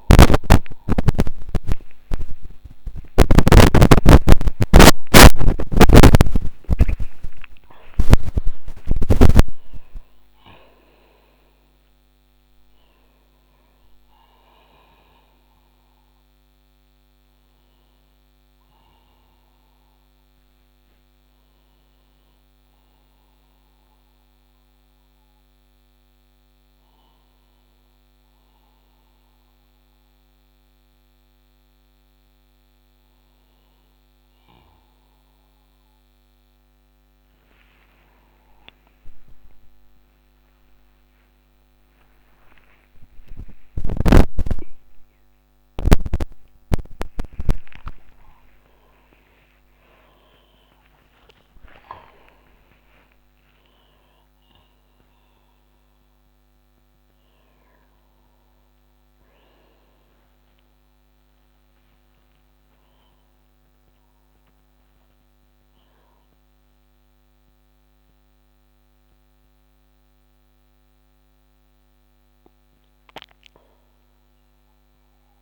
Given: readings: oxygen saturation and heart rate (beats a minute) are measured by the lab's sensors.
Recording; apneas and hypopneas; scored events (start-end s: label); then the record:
a person awake in a sleep study, by a microphone on the trachea; none
none scored
From the record:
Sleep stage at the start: awake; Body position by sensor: on the back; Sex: male